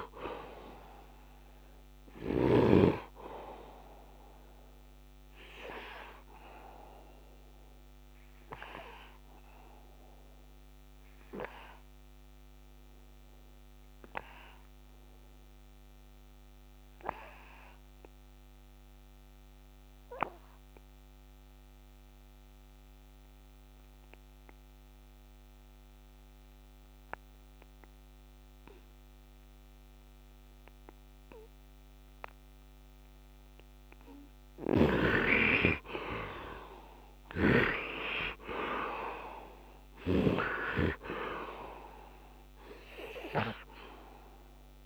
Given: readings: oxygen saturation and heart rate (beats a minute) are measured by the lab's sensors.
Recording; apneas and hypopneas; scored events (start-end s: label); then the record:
breathing in sleep by a microphone on the trachea; 1
0.00-2.00 s: snoring (device-marked)
0.00-19.50 s: oxygen desaturation (device-marked, oxygen 75% lowest)
1.50-34.00 s: obstructive apnea (oxygen 99% before, 74% lowest)
21.50-44.86 s: oxygen desaturation (device-marked, oxygen 100% before, 74% lowest)
36.50-40.00 s: snoring (device-marked)
36.50-40.50 s: arousal
From the record:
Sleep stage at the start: N2 (light sleep); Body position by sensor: on the right side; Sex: male